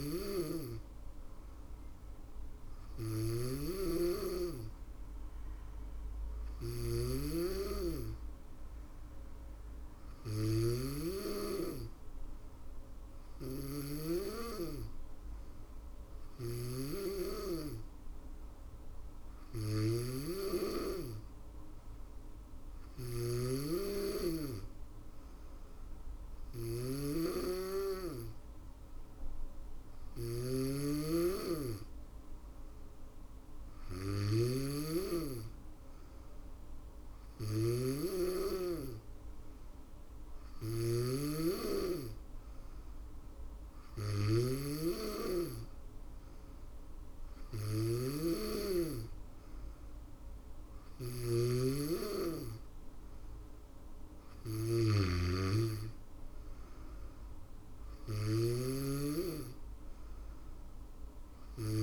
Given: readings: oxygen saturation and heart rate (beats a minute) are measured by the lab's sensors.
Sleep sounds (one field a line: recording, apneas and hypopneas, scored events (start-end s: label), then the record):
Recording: breathing in sleep by a room microphone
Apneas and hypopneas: none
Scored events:
0.00-61.83 s: snoring (device-marked)
26.50-40.50 s: drop in pulse transit time (device-marked, heart rate 66 before, 65 extreme)
From the record:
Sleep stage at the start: N2 (light sleep)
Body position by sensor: on the back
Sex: female